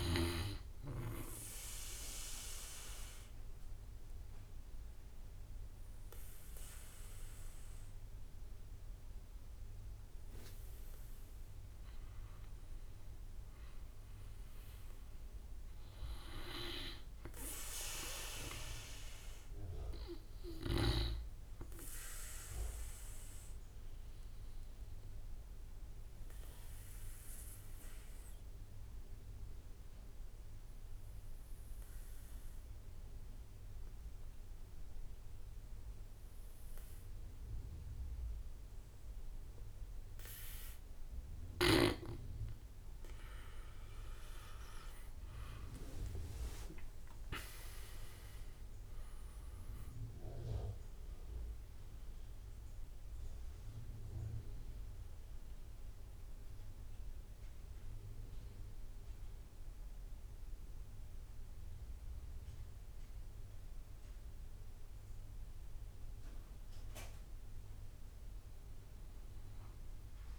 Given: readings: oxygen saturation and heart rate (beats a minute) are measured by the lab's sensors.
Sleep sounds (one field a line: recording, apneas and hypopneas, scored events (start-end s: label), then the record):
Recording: breathing in sleep by a room microphone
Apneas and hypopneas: 2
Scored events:
0.00-19.50 s: oxygen desaturation (device-marked, oxygen 89% lowest, heart rate 48 extreme)
0.50-11.50 s: obstructive apnea (oxygen 99% before, 87% lowest, heart rate 51 before, 48 extreme, up 13 after)
13.50-16.50 s: arousal
23.00-40.00 s: obstructive apnea (oxygen 99% before, 86% lowest, heart rate 55 before, 48 extreme, up 22 after)
40.50-59.50 s: oxygen desaturation (device-marked, oxygen 98% before, 87% lowest, heart rate 50 before, 49 extreme)
43.00-47.00 s: arousal
46.50-60.50 s: drop in pulse transit time (device-marked, heart rate 53 before, 54 extreme)
From the record:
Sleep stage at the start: N2 (light sleep)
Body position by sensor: on the back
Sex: male